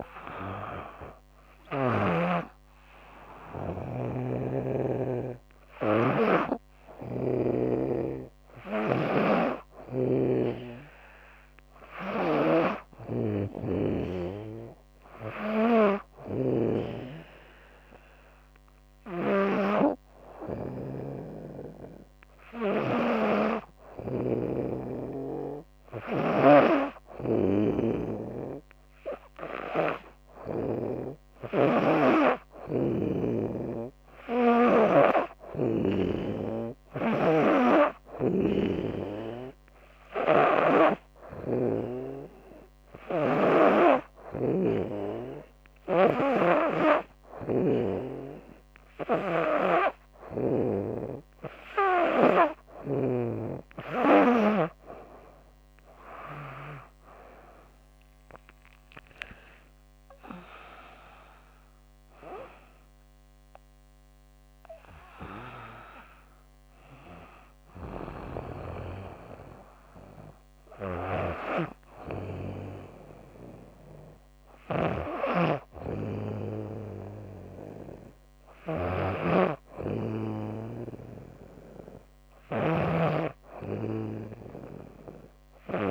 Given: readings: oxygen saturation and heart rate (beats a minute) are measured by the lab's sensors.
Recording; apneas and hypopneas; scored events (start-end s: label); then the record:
breathing in sleep by a microphone on the trachea; 1
3.50-7.00 s: snoring (device-marked)
11.50-30.50 s: snoring (device-marked)
34.00-37.00 s: arousal
37.50-50.00 s: snoring (device-marked)
39.00-51.50 s: obstructive apnea (oxygen 98% before, 94% lowest, heart rate 76 before, 72 extreme, up 11 after)
58.00-61.00 s: arousal
67.00-85.91 s: snoring (device-marked)
From the record:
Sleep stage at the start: N2 (light sleep); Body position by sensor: on the back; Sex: female